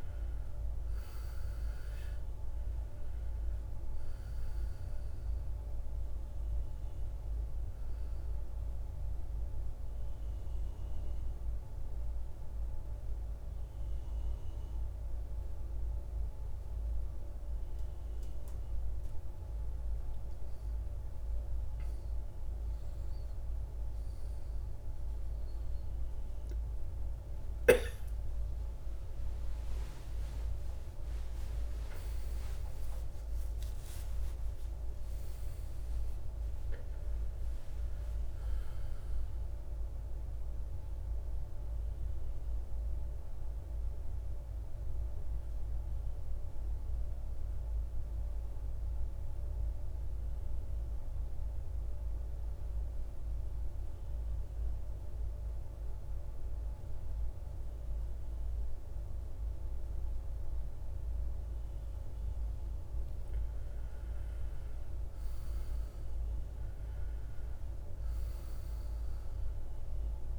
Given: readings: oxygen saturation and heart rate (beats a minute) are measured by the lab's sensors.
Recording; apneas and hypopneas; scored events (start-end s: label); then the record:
breathing in sleep, hard to hear, by a room microphone; 2
0.00-1.00 s: arousal
0.00-19.50 s: oxygen desaturation (device-marked, oxygen 86% lowest, heart rate 55 extreme)
8.00-20.00 s: mixed apnea (oxygen 99% before, 86% lowest, heart rate 61 before, 55 extreme, up 9 after)
21.00-26.00 s: arousal
44.50-63.00 s: mixed apnea (oxygen 98% before, 84% lowest, heart rate 67 before, 52 extreme, up 17 after)
62.50-70.39 s: oxygen desaturation (device-marked, oxygen 97% before, 87% lowest, heart rate 54 before, 55 extreme)
64.50-69.00 s: arousal
From the record:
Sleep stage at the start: N2 (light sleep); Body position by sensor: on the back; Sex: male